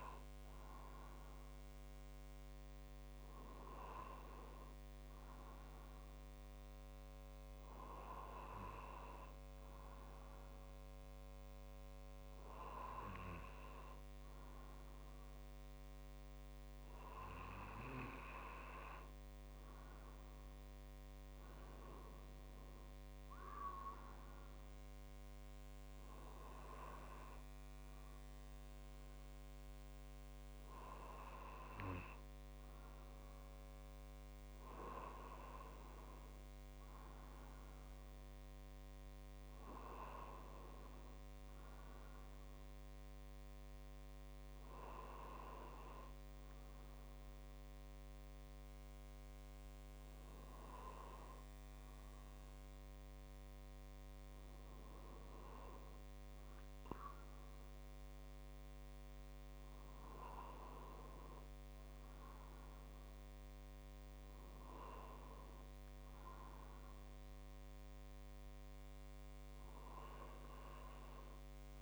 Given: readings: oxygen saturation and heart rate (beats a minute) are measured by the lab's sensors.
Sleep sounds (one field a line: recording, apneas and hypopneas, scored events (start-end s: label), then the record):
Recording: breathing in sleep by a microphone on the trachea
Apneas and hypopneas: none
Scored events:
66.00-71.82 s: drop in pulse transit time (device-marked, heart rate 51 before, 50 extreme)
From the record:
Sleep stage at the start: N2 (light sleep)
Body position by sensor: on the right side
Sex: male